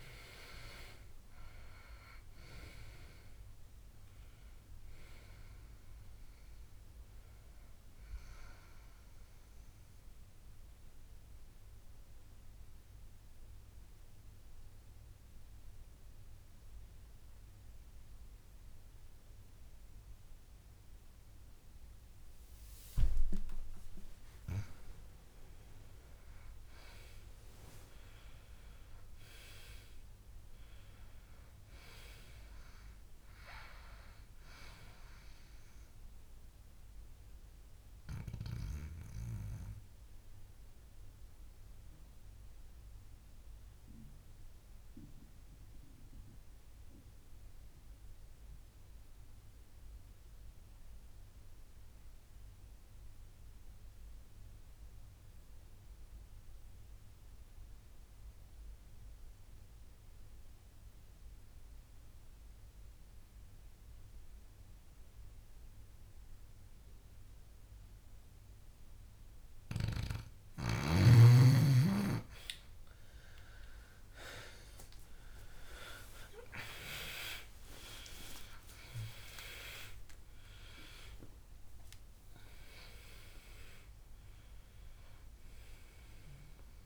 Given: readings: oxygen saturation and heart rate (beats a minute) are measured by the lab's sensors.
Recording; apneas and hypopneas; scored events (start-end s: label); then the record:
breathing in sleep by a room microphone; 2
0.00-22.00 s: oxygen desaturation (device-marked, oxygen 92% lowest, heart rate 57 extreme)
9.50-23.00 s: central apnea (oxygen 98% before, 91% lowest, heart rate 75 before, 57 extreme, up 17 after)
24.50-28.00 s: arousal
29.50-31.50 s: long interval between heartbeats (device-marked, heart rate 61 before, 74 extreme)
36.50-69.50 s: obstructive apnea (oxygen 99% before, 87% lowest, heart rate 65 before, 56 extreme, up 21 after)
59.00-79.00 s: oxygen desaturation (device-marked, oxygen 97% before, 91% lowest, heart rate 60 before, 56 extreme)
72.00-77.50 s: arousal
72.00-86.86 s: new sleep stage, N1 (lightest sleep)
From the record:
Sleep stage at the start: N2 (light sleep); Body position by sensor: on the back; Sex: male